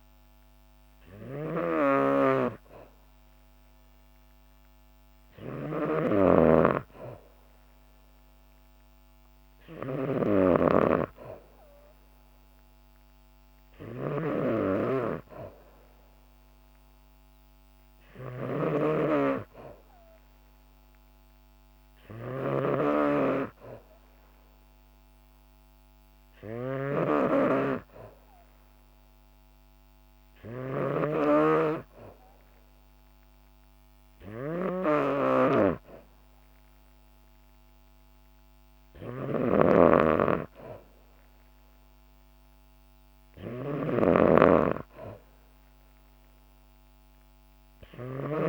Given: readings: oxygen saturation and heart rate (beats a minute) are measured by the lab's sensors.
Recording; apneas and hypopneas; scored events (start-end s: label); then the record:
breathing in sleep by a microphone on the trachea; none
1.00-48.49 s: snoring (device-marked)
From the record:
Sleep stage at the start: N2 (light sleep); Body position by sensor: on the back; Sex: female